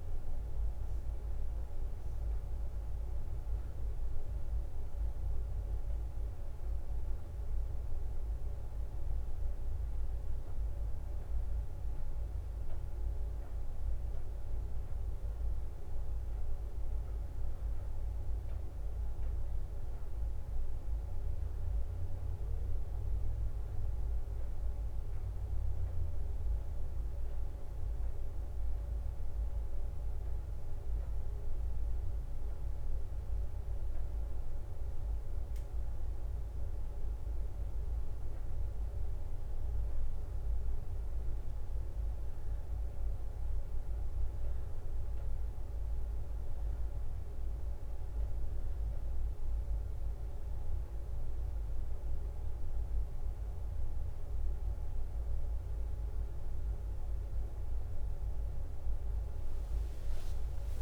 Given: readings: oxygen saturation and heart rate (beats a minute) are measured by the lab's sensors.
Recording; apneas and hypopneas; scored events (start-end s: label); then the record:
a person awake in a sleep study, hard to hear, by a room microphone; none
2.00-10.00 s: leg movement (device-marked)
13.00-21.50 s: leg movement (device-marked)
21.50-23.50 s: bradycardia (device-marked, heart rate 65 before, 62 extreme)
24.00-32.00 s: leg movement (device-marked)
32.50-41.50 s: drop in pulse transit time (device-marked, heart rate 62 before, 59 extreme)
37.50-39.50 s: bradycardia (device-marked, heart rate 65 before, 62 extreme)
38.00-46.50 s: leg movement (device-marked)
49.50-56.50 s: leg movement (device-marked)
59.50-60.81 s: drop in pulse transit time (device-marked, heart rate 64 before, 61 extreme)
59.50-60.81 s: leg movement (device-marked)
From the record:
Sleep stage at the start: awake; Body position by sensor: on the back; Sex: female